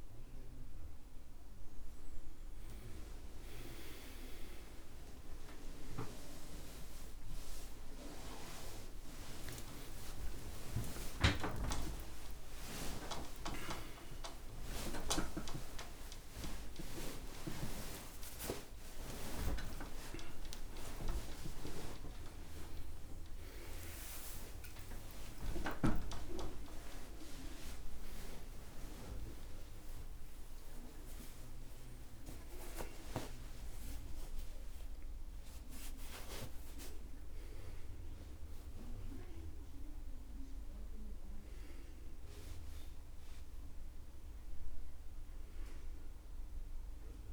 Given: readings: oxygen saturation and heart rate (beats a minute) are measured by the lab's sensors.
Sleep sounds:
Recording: a person awake in a sleep study, by a room microphone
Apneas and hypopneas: none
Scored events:
20.00-28.00 s: oxygen desaturation (device-marked, oxygen 97% before, 92% lowest, heart rate 118 before, 59 extreme)
From the record:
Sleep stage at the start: awake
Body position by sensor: on the right side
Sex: male

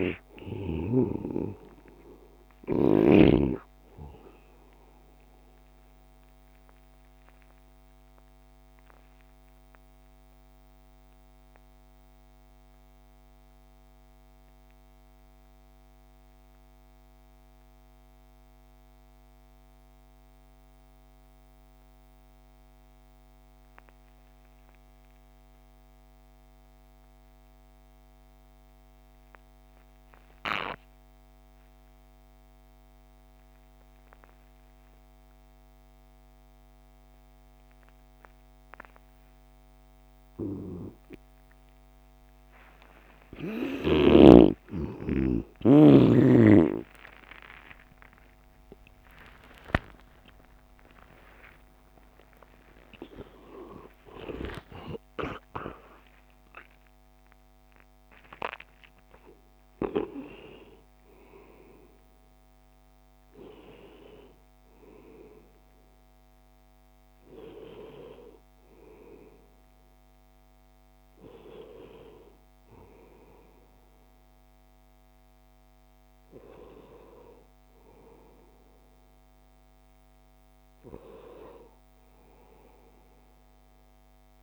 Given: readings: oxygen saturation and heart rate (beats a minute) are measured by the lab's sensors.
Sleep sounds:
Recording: breathing in sleep by a microphone on the trachea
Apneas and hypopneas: 1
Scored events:
0.00-3.00 s: snoring (device-marked)
0.00-22.50 s: oxygen desaturation (device-marked, oxygen 87% lowest)
5.50-43.00 s: mixed apnea (oxygen 99% before, 86% lowest)
34.50-72.50 s: oxygen desaturation (device-marked, oxygen 99% before, 86% lowest)
44.50-51.00 s: arousal
57.50-84.43 s: new sleep stage, N1 (lightest sleep)
From the record:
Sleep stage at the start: N2 (light sleep)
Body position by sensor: on the right side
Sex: male

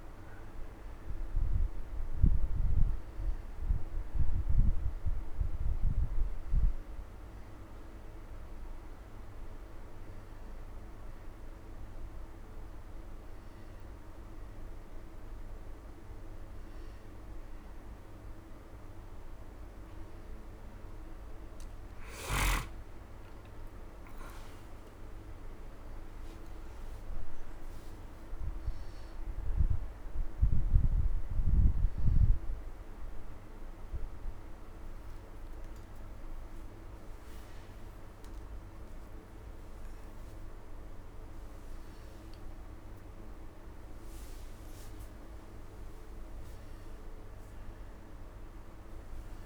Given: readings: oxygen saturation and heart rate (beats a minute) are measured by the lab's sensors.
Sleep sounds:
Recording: a person awake in a sleep study, hard to hear, by a room microphone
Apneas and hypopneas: none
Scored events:
47.50-49.46 s: new sleep stage, N1 (lightest sleep)
From the record:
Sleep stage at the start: awake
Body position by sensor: on the back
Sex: male

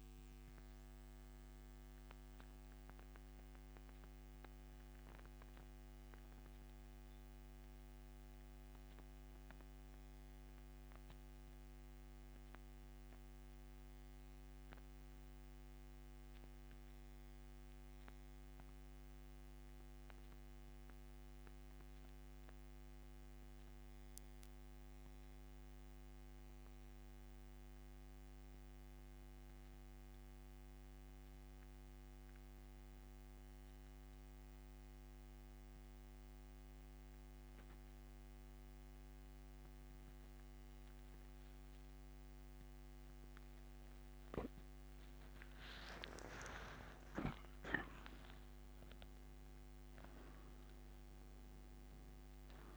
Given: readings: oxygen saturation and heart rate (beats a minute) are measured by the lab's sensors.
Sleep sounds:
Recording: breathing in sleep, hard to hear, by a microphone on the trachea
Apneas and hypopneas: 1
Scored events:
4.00-43.00 s: mixed apnea (oxygen 97% before, 84% lowest, heart rate 94 before, 68 extreme, up 17 after)
6.50-33.50 s: oxygen desaturation (device-marked, oxygen 94% before, 85% lowest, heart rate 91 before, 68 extreme)
46.00-50.50 s: arousal
From the record:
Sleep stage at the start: N2 (light sleep)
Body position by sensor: on the back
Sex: male

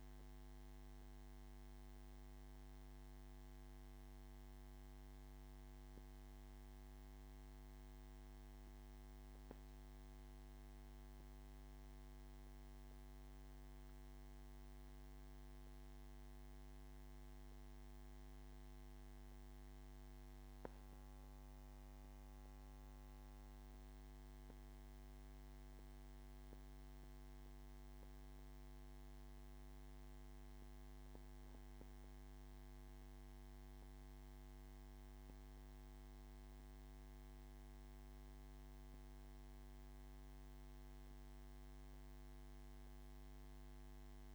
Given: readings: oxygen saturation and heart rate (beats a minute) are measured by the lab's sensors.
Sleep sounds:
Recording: a person awake in a sleep study, hard to hear, by a microphone on the trachea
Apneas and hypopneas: none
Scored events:
none scored
From the record:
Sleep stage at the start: awake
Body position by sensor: on the back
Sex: male

